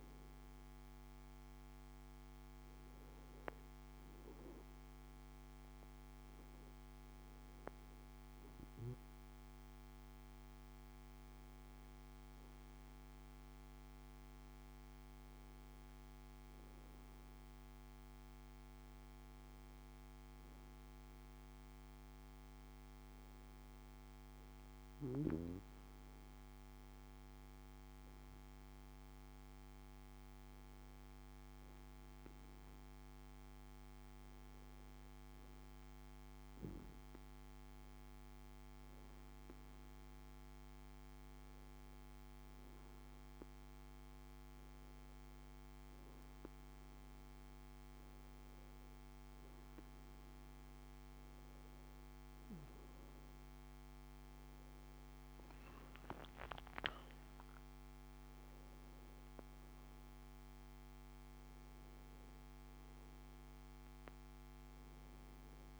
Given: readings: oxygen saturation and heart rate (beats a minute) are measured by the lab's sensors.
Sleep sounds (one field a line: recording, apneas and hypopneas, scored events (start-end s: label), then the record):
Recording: breathing in sleep, hard to hear, by a microphone on the trachea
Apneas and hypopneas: none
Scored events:
none scored
From the record:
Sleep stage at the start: N2 (light sleep)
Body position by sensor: on the back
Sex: male